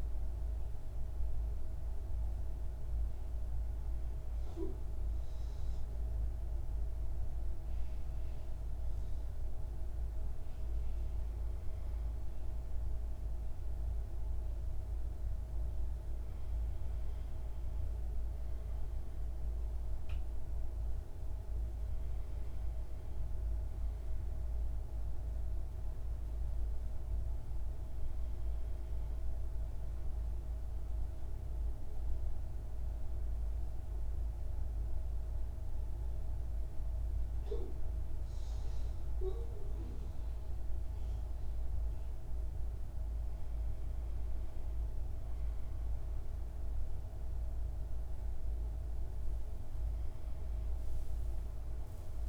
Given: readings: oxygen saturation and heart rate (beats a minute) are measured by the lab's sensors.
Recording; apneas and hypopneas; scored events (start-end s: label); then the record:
breathing in sleep, hard to hear, by a room microphone; none
none scored
From the record:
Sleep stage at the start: N1 (lightest sleep); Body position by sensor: on the right side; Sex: male